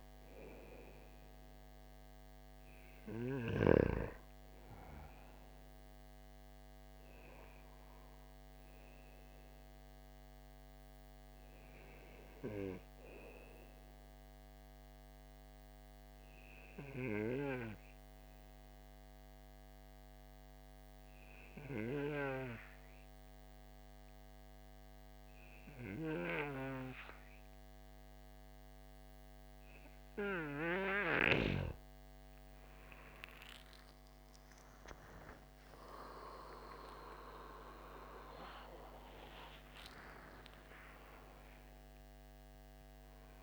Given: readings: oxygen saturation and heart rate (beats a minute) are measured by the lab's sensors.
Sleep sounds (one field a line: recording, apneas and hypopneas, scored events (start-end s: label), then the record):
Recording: breathing in sleep by a microphone on the trachea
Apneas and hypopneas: 1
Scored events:
14.50-30.50 s: obstructive apnea (oxygen 97% before, 93% lowest, heart rate 61 before, 50 extreme, up 13 after)
33.00-39.00 s: arousal
From the record:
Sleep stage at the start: N2 (light sleep)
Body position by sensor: on the right side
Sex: male